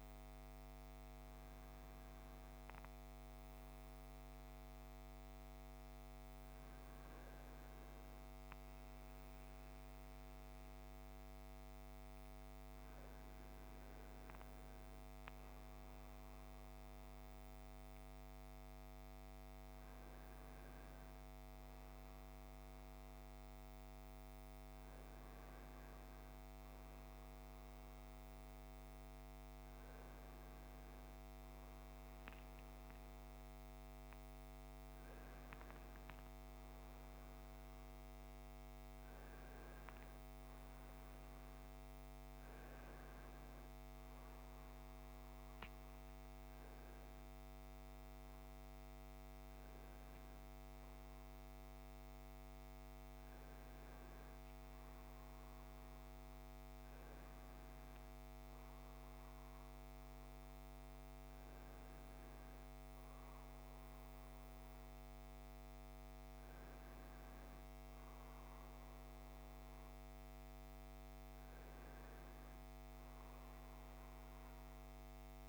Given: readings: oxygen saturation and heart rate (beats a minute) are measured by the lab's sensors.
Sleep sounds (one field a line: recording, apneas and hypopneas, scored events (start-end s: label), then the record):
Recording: a person awake in a sleep study, hard to hear, by a microphone on the trachea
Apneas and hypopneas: none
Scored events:
none scored
From the record:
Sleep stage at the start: awake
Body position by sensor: on the right side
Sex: male